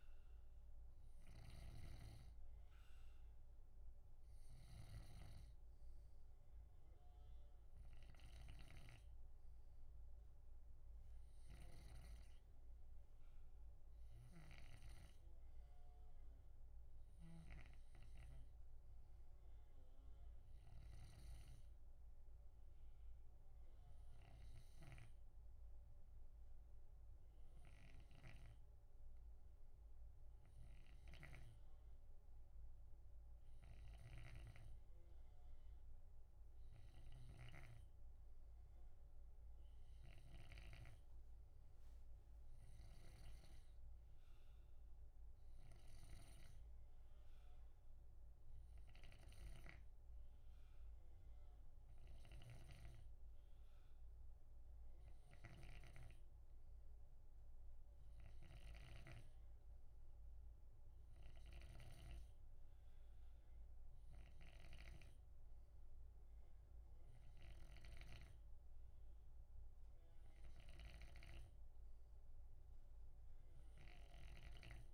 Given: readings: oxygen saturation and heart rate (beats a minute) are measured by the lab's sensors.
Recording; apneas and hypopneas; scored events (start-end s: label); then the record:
breathing in sleep by a room microphone; none
0.00-12.00 s: snoring (device-marked)
14.00-28.50 s: snoring (device-marked)
30.50-43.50 s: snoring (device-marked)
45.50-59.00 s: snoring (device-marked)
61.00-74.94 s: snoring (device-marked)
From the record:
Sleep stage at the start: N2 (light sleep); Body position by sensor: on the left side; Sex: male